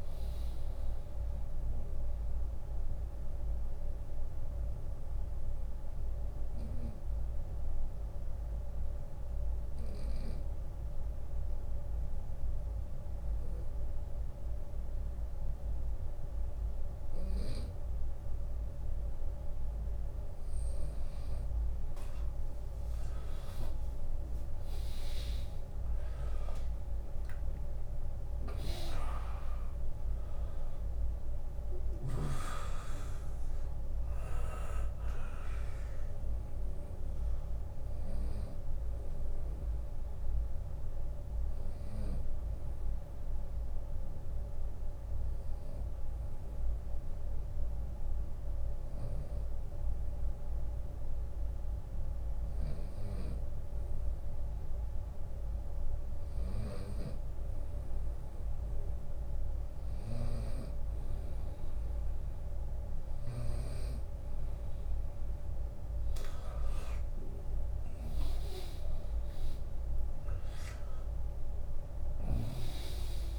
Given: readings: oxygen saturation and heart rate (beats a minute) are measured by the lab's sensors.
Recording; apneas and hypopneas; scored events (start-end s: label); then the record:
breathing in sleep by a room microphone; 2
0.00-12.00 s: oxygen desaturation (device-marked, oxygen 97% lowest, heart rate 65 extreme)
1.50-19.00 s: mixed apnea (oxygen 100% before, 96% lowest, heart rate 81 before, 65 extreme, up 14 after)
2.50-4.50 s: long interval between heartbeats (device-marked, heart rate 81 before, 77 extreme)
23.00-26.50 s: arousal
24.00-37.00 s: drop in pulse transit time (device-marked, heart rate 70 before, 73 extreme)
38.50-54.50 s: hypopnea (oxygen 100% before, 96% lowest, heart rate 76 before, 69 extreme, up 9 after)
44.50-46.50 s: long interval between heartbeats (device-marked, heart rate 78 before, 75 extreme)
55.50-59.50 s: arousal
59.00-62.50 s: snoring (device-marked)
65.00-67.00 s: long interval between heartbeats (device-marked, heart rate 73 before, 79 extreme)
68.00-73.39 s: drop in pulse transit time (device-marked, heart rate 74 before, 69 extreme)
69.00-73.39 s: oxygen desaturation (device-marked, oxygen 100% before, 96% lowest, heart rate 75 before, 65 extreme)
From the record:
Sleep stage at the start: N2 (light sleep); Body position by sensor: on the right side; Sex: male